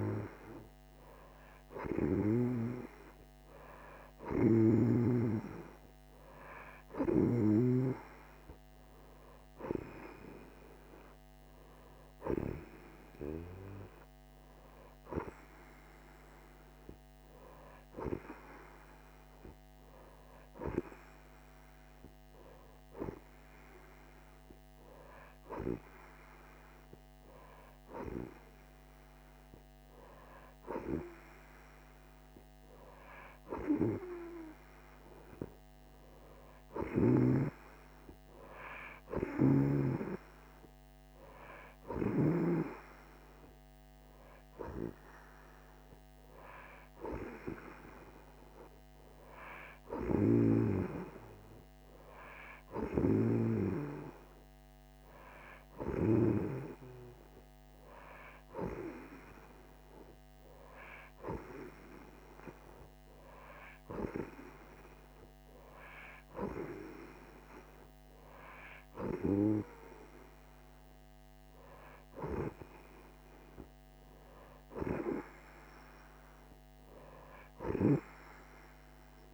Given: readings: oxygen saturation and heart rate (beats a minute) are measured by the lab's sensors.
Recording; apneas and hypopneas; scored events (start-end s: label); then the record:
breathing in sleep by a microphone on the trachea; none
39.00-42.50 s: snoring (device-marked)
50.00-56.00 s: snoring (device-marked)
From the record:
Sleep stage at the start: N2 (light sleep); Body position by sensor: on the right side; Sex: female